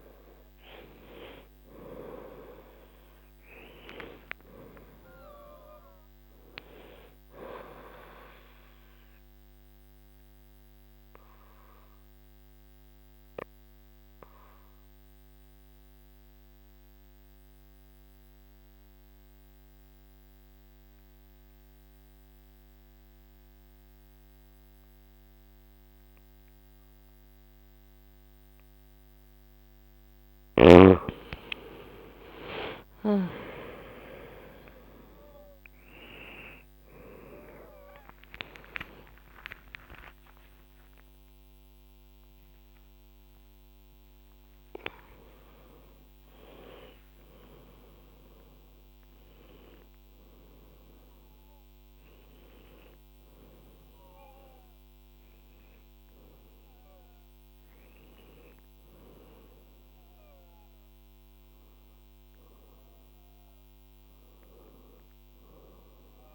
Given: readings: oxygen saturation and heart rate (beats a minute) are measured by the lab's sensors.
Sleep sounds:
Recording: a person partly awake in a sleep study, by a microphone on the trachea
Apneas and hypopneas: 1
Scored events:
0.00-10.50 s: oxygen desaturation (device-marked, oxygen 90% lowest, heart rate 67 extreme)
9.50-30.00 s: obstructive apnea (oxygen 96% before, 87% lowest, heart rate 82 before, 68 extreme, up 7 after)
24.50-54.50 s: oxygen desaturation (device-marked, oxygen 97% before, 87% lowest, heart rate 71 before, 69 extreme)
34.50-64.50 s: new sleep stage, awake
64.50-66.35 s: new sleep stage, N1 (lightest sleep)
From the record:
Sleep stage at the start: N2 (light sleep)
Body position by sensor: on the right side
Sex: female

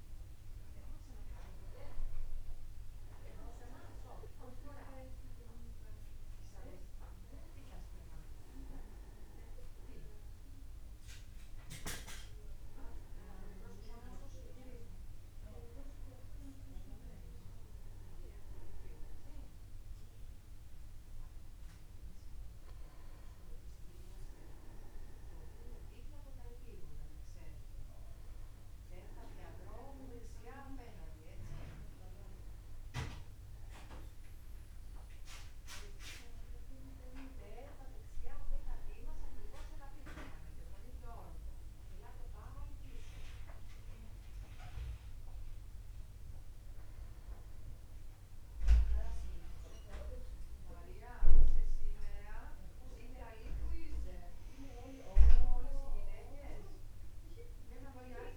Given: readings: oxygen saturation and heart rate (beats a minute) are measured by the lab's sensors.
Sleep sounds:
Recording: a person partly awake in a sleep study, by a room microphone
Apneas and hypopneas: none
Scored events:
29.00-58.37 s: new sleep stage, N1 (lightest sleep)
From the record:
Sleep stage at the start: awake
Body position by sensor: upright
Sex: male

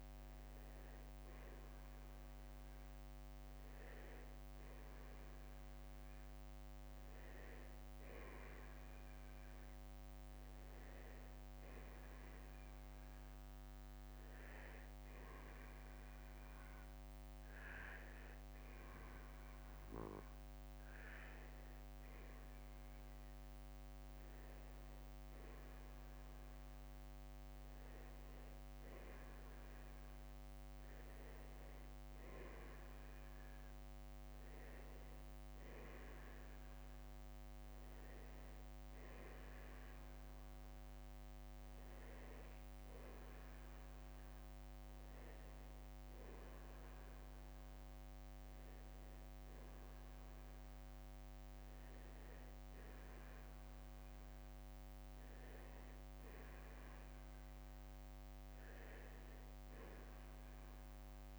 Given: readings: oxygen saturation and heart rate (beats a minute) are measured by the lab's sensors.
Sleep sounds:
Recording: breathing in sleep, hard to hear, by a microphone on the trachea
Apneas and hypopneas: 1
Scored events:
12.00-23.50 s: hypopnea (oxygen 94% before, 91% lowest, heart rate 54 before, 42 extreme, up 9 after)
25.50-27.50 s: long interval between heartbeats (device-marked, heart rate 56 before, 57 extreme)
26.50-30.50 s: arousal
42.00-44.00 s: long interval between heartbeats (device-marked, heart rate 55 before, 53 extreme)
From the record:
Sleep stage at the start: N2 (light sleep)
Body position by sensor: on the back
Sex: male

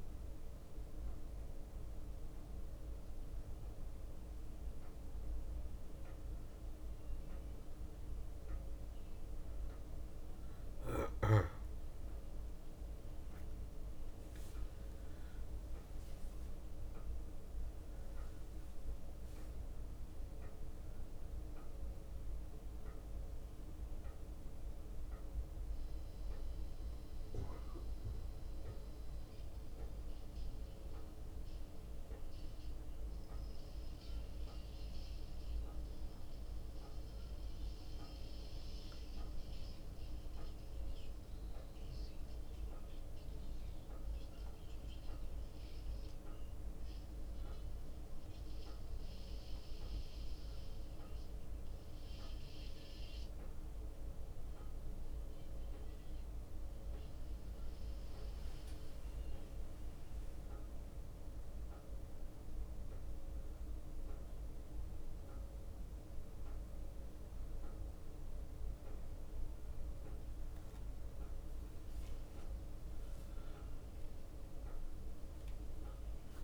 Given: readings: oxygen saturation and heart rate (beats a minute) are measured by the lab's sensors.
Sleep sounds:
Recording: a person partly awake in a sleep study, hard to hear, by a room microphone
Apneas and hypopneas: none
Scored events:
0.00-7.50 s: bradycardia (device-marked, heart rate 59 extreme)
26.50-49.50 s: bradycardia (device-marked, heart rate 62 before, 58 extreme)
31.50-76.44 s: new sleep stage, N1 (lightest sleep)
51.50-55.50 s: bradycardia (device-marked, heart rate 62 before, 59 extreme)
57.00-61.00 s: leg movement (device-marked)
63.50-69.50 s: arousal
From the record:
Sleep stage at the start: awake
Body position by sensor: on the back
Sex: male

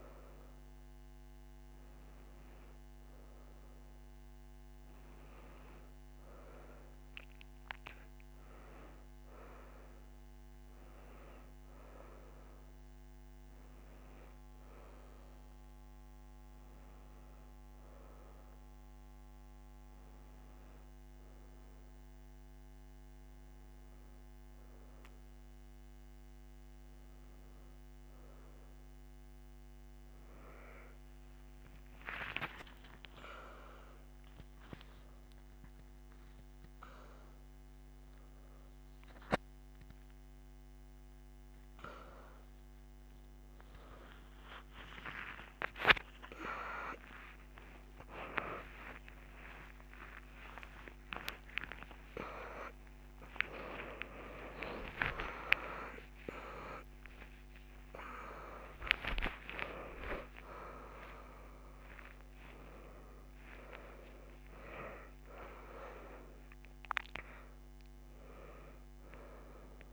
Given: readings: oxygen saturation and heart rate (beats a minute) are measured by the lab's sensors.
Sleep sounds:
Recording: a person awake in a sleep study, by a microphone on the trachea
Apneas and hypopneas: none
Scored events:
56.00-69.93 s: oxygen desaturation (device-marked, oxygen 96% before, 92% lowest)
61.00-69.93 s: new sleep stage, N1 (lightest sleep)
From the record:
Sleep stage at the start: awake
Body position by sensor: on the back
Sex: female

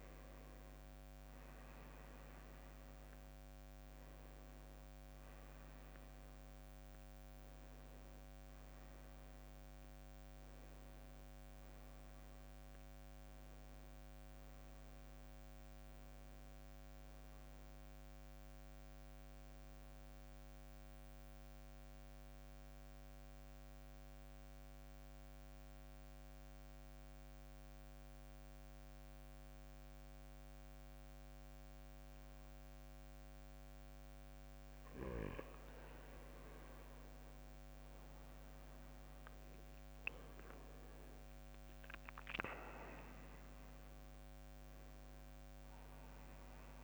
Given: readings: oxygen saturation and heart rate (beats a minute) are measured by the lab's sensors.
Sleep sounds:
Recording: breathing in sleep, hard to hear, by a microphone on the trachea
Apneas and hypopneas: 1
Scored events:
0.00-9.50 s: drop in pulse transit time (device-marked, heart rate 63 extreme)
0.00-16.50 s: oxygen desaturation (device-marked, oxygen 91% lowest, heart rate 59 extreme)
19.50-34.50 s: central apnea (oxygen 99% before, 92% lowest, heart rate 66 before, 52 extreme, up 11 after)
38.50-43.50 s: arousal
38.50-46.83 s: oxygen desaturation (device-marked, oxygen 99% before, 93% lowest, heart rate 61 before, 52 extreme)
From the record:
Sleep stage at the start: N2 (light sleep)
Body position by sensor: on the back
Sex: male

